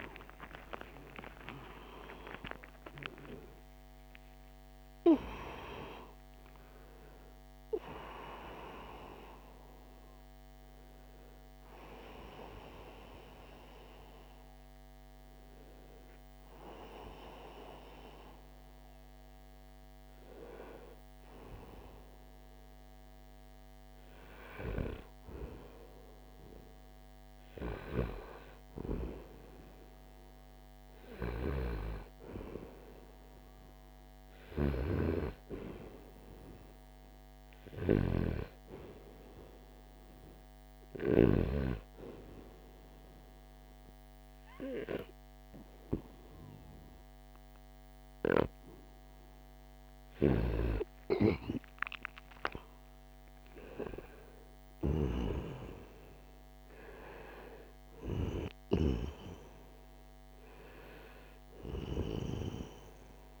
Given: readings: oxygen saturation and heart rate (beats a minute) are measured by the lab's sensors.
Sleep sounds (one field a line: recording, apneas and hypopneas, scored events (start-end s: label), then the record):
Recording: a person partly awake in a sleep study, by a microphone on the trachea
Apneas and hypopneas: 1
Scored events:
0.00-2.00 s: long interval between heartbeats (device-marked, heart rate 100 before, 147 extreme)
15.00-63.40 s: new sleep stage, N1 (lightest sleep)
30.00-44.00 s: oxygen desaturation (device-marked, oxygen 95% before, 92% lowest, heart rate 80 before, 78 extreme)
39.00-49.50 s: hypopnea (oxygen 96% before, 90% lowest, heart rate 78 before, 78 extreme, up 3 after)
50.00-55.00 s: snoring (device-marked)
51.50-57.50 s: arousal
56.00-63.40 s: oxygen desaturation (device-marked, oxygen 93% before, 90% lowest, heart rate 80 before, 78 extreme)
From the record:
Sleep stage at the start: awake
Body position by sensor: on the right side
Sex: male